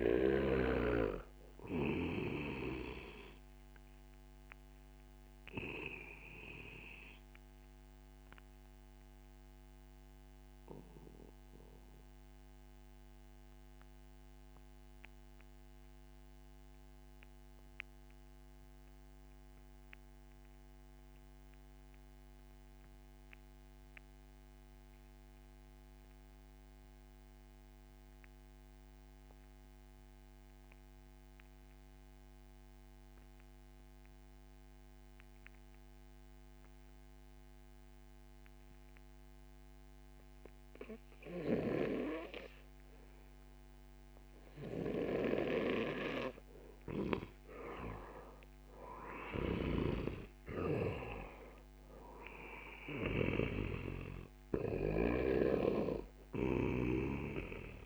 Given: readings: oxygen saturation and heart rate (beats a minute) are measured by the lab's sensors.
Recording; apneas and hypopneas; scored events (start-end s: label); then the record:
breathing in sleep by a microphone on the trachea; 1
0.00-19.00 s: oxygen desaturation (device-marked, oxygen 83% lowest, heart rate 31 extreme)
4.50-45.50 s: mixed apnea (oxygen 94% before, 83% lowest, heart rate 49 before, 34 extreme, up 1 after)
42.00-57.86 s: oxygen desaturation (device-marked, oxygen 96% before, 87% lowest)
47.50-51.50 s: arousal
49.00-55.00 s: snoring (device-marked)
From the record:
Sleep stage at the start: REM sleep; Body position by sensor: on the back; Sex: male